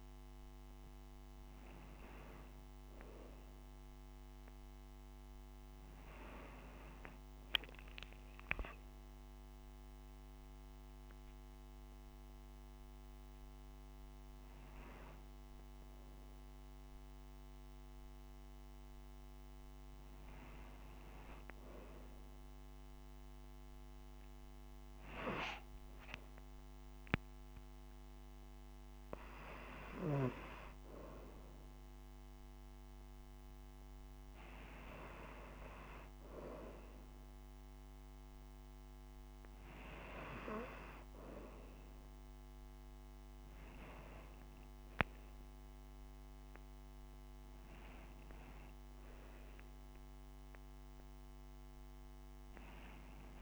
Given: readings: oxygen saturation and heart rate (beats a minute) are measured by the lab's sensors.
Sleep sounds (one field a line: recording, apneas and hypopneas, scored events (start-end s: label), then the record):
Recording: breathing in sleep by a microphone on the trachea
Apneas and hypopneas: none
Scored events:
none scored
From the record:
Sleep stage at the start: N2 (light sleep)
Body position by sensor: on the right side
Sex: female